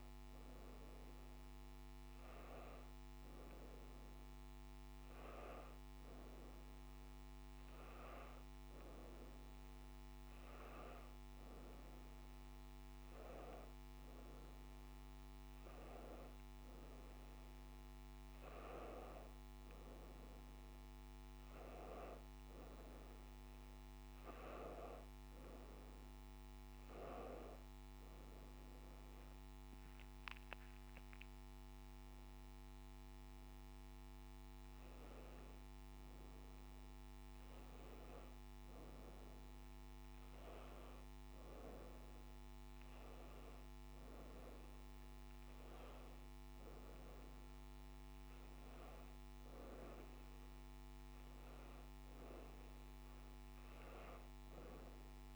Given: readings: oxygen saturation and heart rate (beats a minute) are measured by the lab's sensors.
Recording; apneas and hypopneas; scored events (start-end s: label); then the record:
breathing in sleep by a microphone on the trachea; none
none scored
From the record:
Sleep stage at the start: N1 (lightest sleep); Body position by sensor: on the back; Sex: female